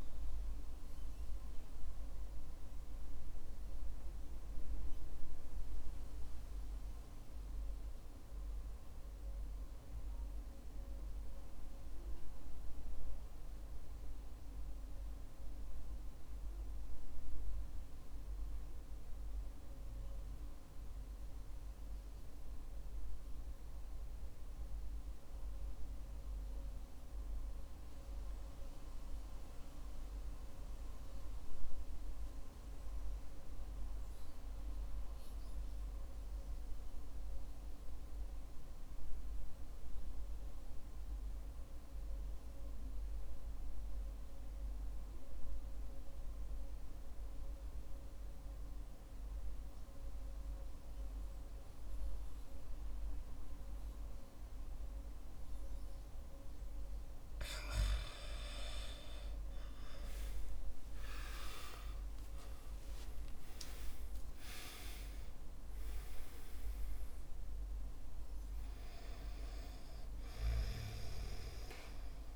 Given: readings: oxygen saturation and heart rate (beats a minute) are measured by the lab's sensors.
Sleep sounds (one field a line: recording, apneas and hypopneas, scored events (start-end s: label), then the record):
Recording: breathing in sleep by a room microphone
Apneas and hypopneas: 1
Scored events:
3.00-56.00 s: obstructive apnea (oxygen 95% before, 89% lowest, heart rate 59 before, 48 extreme, up 19 after)
60.00-64.50 s: arousal
67.50-72.36 s: oxygen desaturation (device-marked, oxygen 99% before, 95% lowest, heart rate 60 before, 52 extreme)
From the record:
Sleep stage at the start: REM sleep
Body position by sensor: on the back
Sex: male